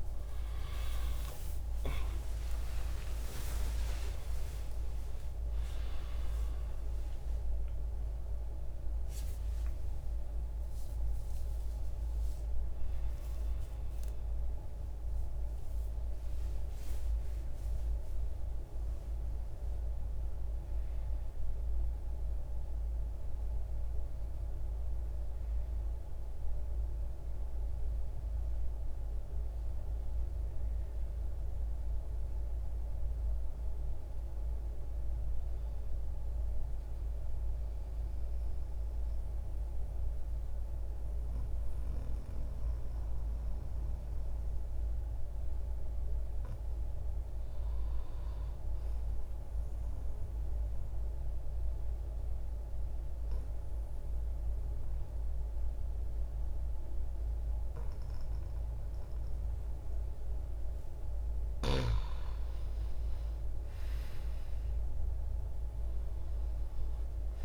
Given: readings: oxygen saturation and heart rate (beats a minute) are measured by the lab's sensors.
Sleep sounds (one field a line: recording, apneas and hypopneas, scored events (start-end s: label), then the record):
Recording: a person partly awake in a sleep study, hard to hear, by a room microphone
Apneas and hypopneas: 2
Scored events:
0.00-2.00 s: oxygen desaturation (device-marked, oxygen 89% lowest, heart rate 72 extreme)
10.00-16.00 s: oxygen desaturation (device-marked, oxygen 91% before, 88% lowest, heart rate 143 before, 71 extreme)
25.00-67.45 s: new sleep stage, N2 (light sleep)
36.50-46.50 s: central apnea (oxygen 100% before, 88% lowest, heart rate 76 before, 65 extreme, up 5 after)
48.00-49.50 s: arousal
51.00-61.50 s: obstructive apnea (oxygen 100% before, 88% lowest, heart rate 73 before, 65 extreme, up 5 after)
53.00-67.45 s: oxygen desaturation (device-marked, oxygen 97% before, 88% lowest, heart rate 73 before, 62 extreme)
65.00-67.45 s: arousal
From the record:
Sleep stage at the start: awake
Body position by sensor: on the back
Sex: male